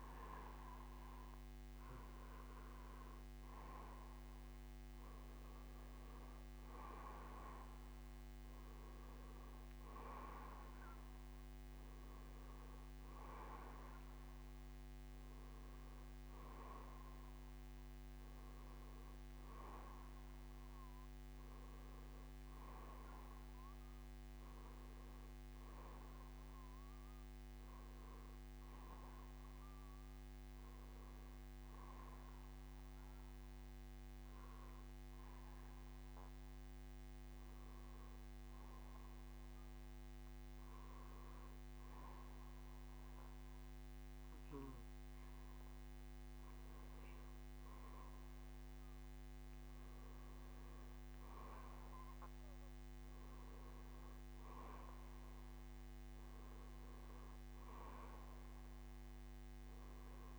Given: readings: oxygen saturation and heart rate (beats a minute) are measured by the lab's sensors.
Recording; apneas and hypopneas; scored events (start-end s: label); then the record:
breathing in sleep by a microphone on the trachea; 1
0.00-18.50 s: oxygen desaturation (device-marked, oxygen 88% lowest, heart rate 45 extreme)
0.00-44.50 s: bradycardia (device-marked, heart rate 45 extreme)
1.50-5.00 s: arousal
31.00-44.00 s: hypopnea (oxygen 93% before, 89% lowest, heart rate 48 before, 46 extreme, up 29 after)
47.00-50.50 s: arousal
48.50-60.39 s: oxygen desaturation (device-marked, oxygen 93% before, 89% lowest, heart rate 50 before, 61 extreme)
From the record:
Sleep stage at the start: N2 (light sleep); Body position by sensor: on the back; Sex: male